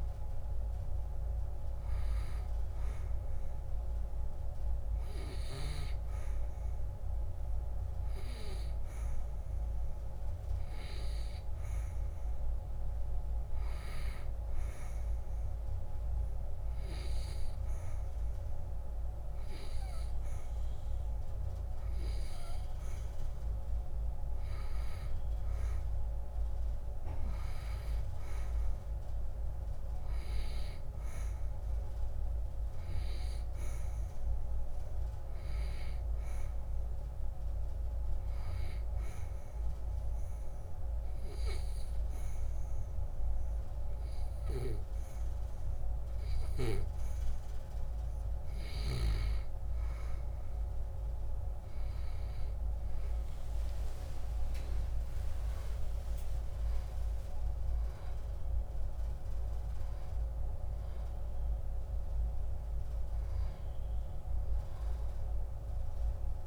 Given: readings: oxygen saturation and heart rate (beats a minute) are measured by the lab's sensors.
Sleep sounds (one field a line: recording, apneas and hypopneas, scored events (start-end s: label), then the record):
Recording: breathing in sleep, hard to hear, by a room microphone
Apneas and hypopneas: 2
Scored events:
14.50-24.50 s: hypopnea (oxygen 95% before, 89% lowest, heart rate 75 before, 76 extreme, up 3 after)
28.00-33.00 s: arousal
38.50-49.00 s: obstructive apnea (oxygen 93% before, 89% lowest, heart rate 77 before, 71 extreme, up 43 after)
51.00-56.00 s: arousal
53.50-55.50 s: long interval between heartbeats (device-marked, heart rate 77 before, 90 extreme)
55.50-57.50 s: long interval between heartbeats (device-marked, heart rate 79 before, 118 extreme)
From the record:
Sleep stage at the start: N2 (light sleep)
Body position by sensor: on the right side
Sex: female